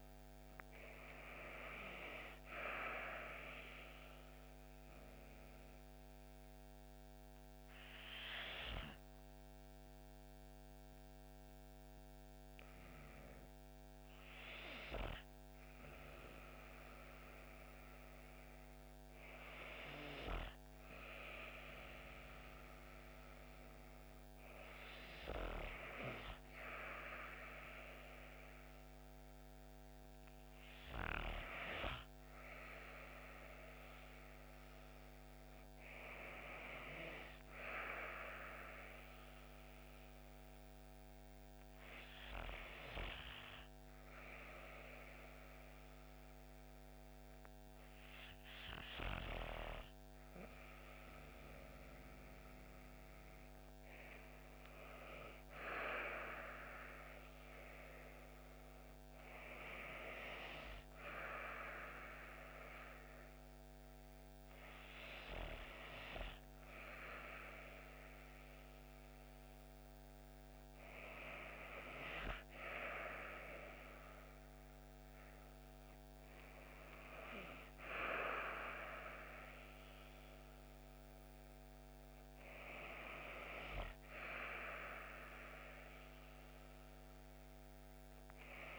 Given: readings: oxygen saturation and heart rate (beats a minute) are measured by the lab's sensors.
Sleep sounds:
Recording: breathing in sleep by a microphone on the trachea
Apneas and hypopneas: 2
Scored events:
4.00-19.50 s: hypopnea (oxygen 96% before, 94% lowest)
22.00-27.00 s: arousal
40.00-53.50 s: hypopnea (oxygen 96% before, 93% lowest)
84.50-88.00 s: arousal
From the record:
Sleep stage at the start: N2 (light sleep)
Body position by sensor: on the back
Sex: female

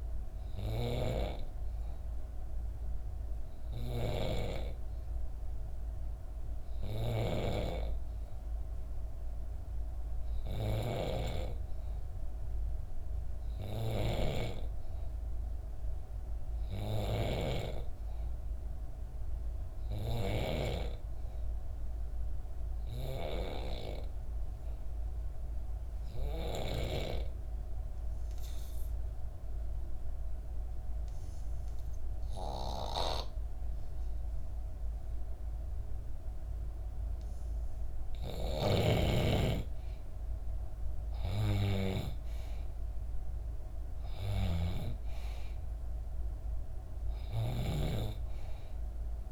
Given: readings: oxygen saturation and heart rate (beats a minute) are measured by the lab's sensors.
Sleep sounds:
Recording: breathing in sleep by a room microphone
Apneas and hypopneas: 1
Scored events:
0.00-7.00 s: snoring (device-marked)
13.50-20.00 s: snoring (device-marked)
20.00-23.00 s: arousal
26.50-38.00 s: obstructive apnea (oxygen 95% before, 88% lowest, heart rate 66 before, 64 extreme, up 3 after)
40.50-49.32 s: oxygen desaturation (device-marked, oxygen 94% before, 88% lowest, heart rate 66 before, 64 extreme)
47.00-49.32 s: snoring (device-marked)
From the record:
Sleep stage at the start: N3 (deep sleep)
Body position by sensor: on the back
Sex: female

